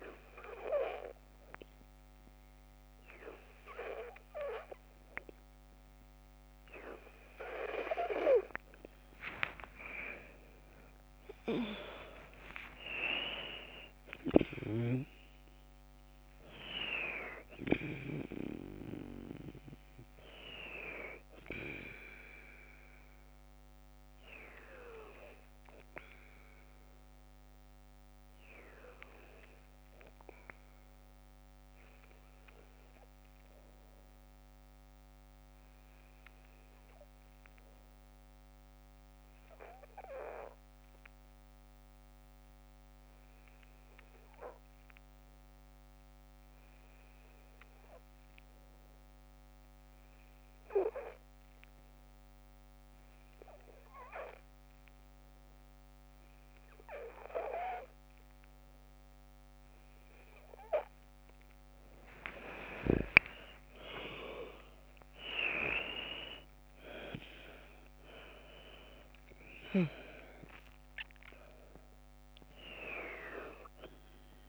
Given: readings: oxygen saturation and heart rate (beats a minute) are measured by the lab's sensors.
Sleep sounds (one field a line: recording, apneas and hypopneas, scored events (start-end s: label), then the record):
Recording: breathing in sleep by a microphone on the trachea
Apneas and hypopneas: 1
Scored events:
7.50-23.50 s: oxygen desaturation (device-marked, oxygen 95% before, 92% lowest, heart rate 51 before, 48 extreme)
9.00-12.00 s: arousal
34.00-60.00 s: hypopnea (oxygen 95% before, 91% lowest, heart rate 53 before, 45 extreme, up 8 after)
56.50-74.49 s: oxygen desaturation (device-marked, oxygen 98% before, 91% lowest, heart rate 50 before, 45 extreme)
62.00-66.00 s: arousal
From the record:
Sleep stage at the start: N2 (light sleep)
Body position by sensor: on the left side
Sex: female